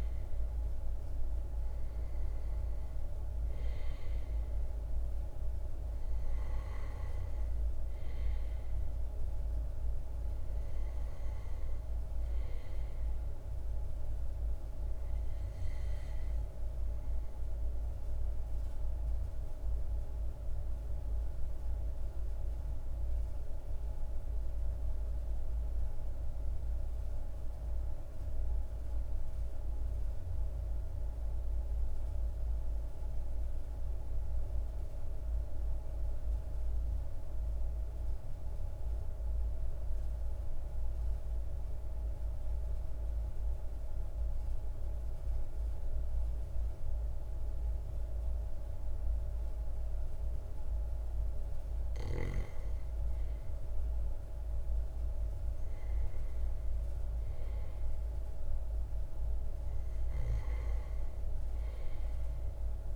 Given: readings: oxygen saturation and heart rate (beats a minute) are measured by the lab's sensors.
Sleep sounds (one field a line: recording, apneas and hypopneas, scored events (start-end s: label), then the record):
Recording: breathing in sleep, hard to hear, by a room microphone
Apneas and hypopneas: 1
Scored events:
18.00-50.50 s: obstructive apnea (oxygen 99% before, 95% lowest, heart rate 42 before, 39 extreme, up 1 after)
51.50-56.00 s: arousal
From the record:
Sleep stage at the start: REM sleep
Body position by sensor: on the back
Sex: male